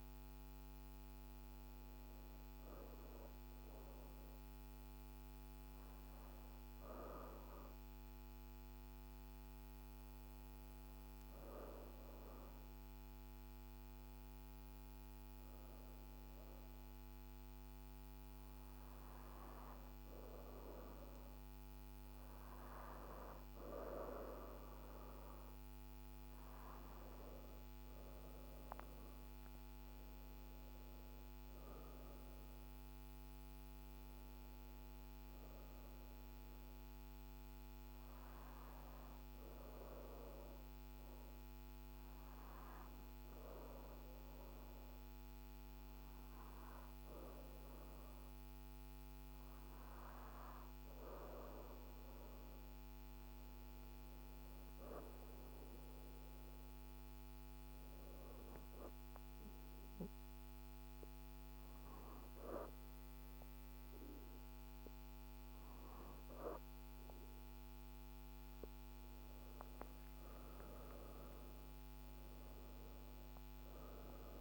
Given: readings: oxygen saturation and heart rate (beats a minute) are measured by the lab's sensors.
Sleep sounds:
breathing in sleep by a microphone on the trachea; 2
0.00-8.50 s: oxygen desaturation (device-marked, oxygen 90% lowest, heart rate 54 extreme)
2.50-13.50 s: hypopnea (oxygen 96% before, 90% lowest, heart rate 56 before, 54 extreme, up 4 after)
16.50-20.50 s: arousal
19.50-45.50 s: oxygen desaturation (device-marked, oxygen 97% before, 92% lowest, heart rate 56 before, 53 extreme)
37.50-66.00 s: hypopnea (oxygen 97% before, 89% lowest, heart rate 57 before, 53 extreme, up 5 after)
58.50-69.50 s: oxygen desaturation (device-marked, oxygen 95% before, 90% lowest, heart rate 54 before, 53 extreme)
69.50-74.41 s: arousal
From the record:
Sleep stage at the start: N2 (light sleep); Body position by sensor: on the back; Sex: female

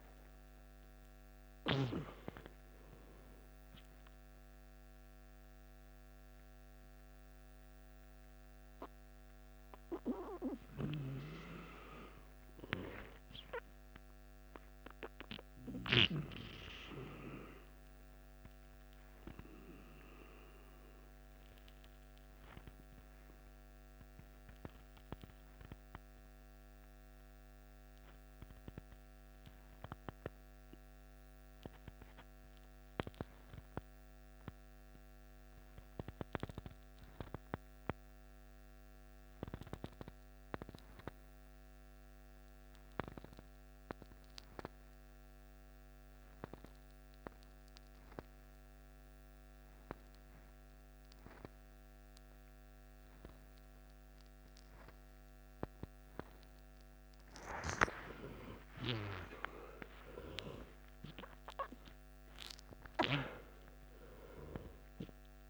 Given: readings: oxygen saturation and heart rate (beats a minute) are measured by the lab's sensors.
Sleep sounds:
breathing in sleep by a microphone on the trachea; 1
0.00-24.50 s: oxygen desaturation (device-marked, oxygen 89% lowest, heart rate 51 extreme)
17.50-56.00 s: obstructive apnea (oxygen 94% before, 89% lowest, heart rate 62 before, 53 extreme, up 14 after)
46.50-65.50 s: oxygen desaturation (device-marked, oxygen 97% before, 89% lowest, heart rate 54 before, 51 extreme)
57.50-61.50 s: arousal
From the record:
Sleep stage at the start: N2 (light sleep); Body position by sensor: on the left side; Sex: male

